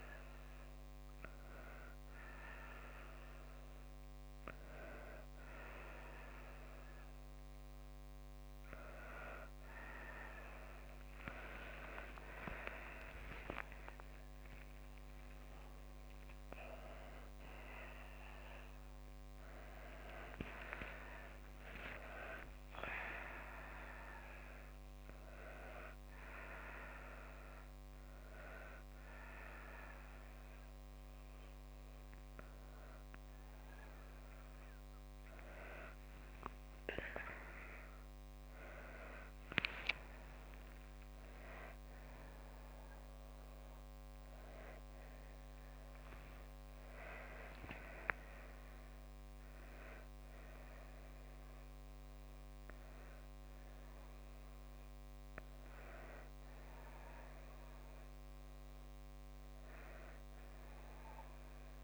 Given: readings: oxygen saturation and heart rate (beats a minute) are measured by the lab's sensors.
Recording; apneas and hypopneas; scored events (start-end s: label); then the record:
a person awake in a sleep study, by a microphone on the trachea; none
none scored
From the record:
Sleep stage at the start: awake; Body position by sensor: on the back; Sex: female